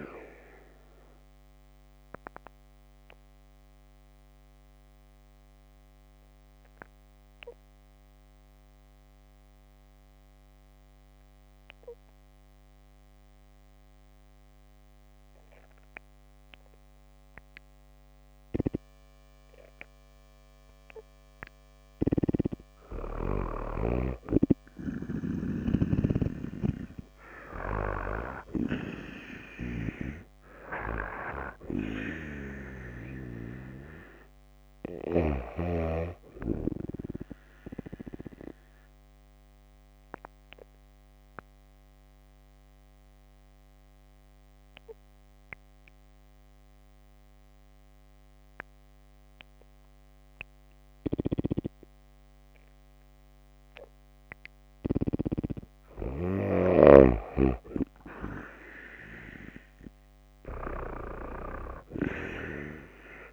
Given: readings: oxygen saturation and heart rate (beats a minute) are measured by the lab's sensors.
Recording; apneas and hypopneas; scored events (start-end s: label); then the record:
breathing in sleep by a microphone on the trachea; 2
0.00-5.50 s: oxygen desaturation (device-marked, oxygen 91% lowest)
2.00-21.50 s: obstructive apnea (oxygen 95% before, 90% lowest)
24.00-26.50 s: arousal
35.50-61.50 s: oxygen desaturation (device-marked, oxygen 96% before, 90% lowest)
39.00-54.00 s: obstructive apnea (oxygen 96% before, 90% lowest)
51.00-57.00 s: snoring (device-marked)
56.00-60.00 s: arousal
From the record:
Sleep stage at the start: N2 (light sleep); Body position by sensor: on the back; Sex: female